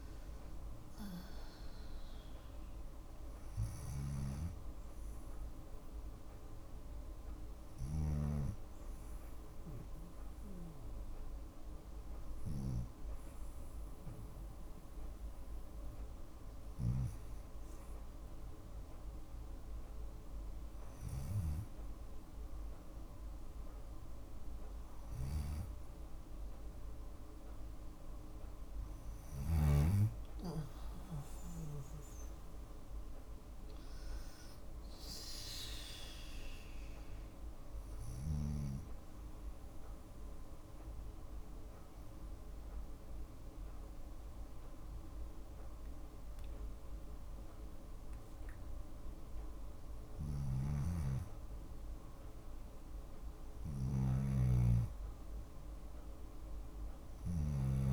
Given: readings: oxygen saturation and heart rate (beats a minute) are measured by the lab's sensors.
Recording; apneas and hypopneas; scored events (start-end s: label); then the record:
breathing in sleep by a room microphone; 2
0.00-1.00 s: arousal
5.50-21.50 s: tachycardia (device-marked, heart rate 58 before, 174 extreme)
7.00-18.50 s: hypopnea (oxygen 97% before, 93% lowest, heart rate 57 before, 55 extreme)
30.00-33.00 s: arousal
39.50-50.50 s: obstructive apnea (oxygen 96% before, 92% lowest, heart rate 80 before, 56 extreme, up 1 after)
49.50-57.92 s: snoring (device-marked)
51.00-54.50 s: arousal
From the record:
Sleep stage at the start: N2 (light sleep); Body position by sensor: on the left side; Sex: female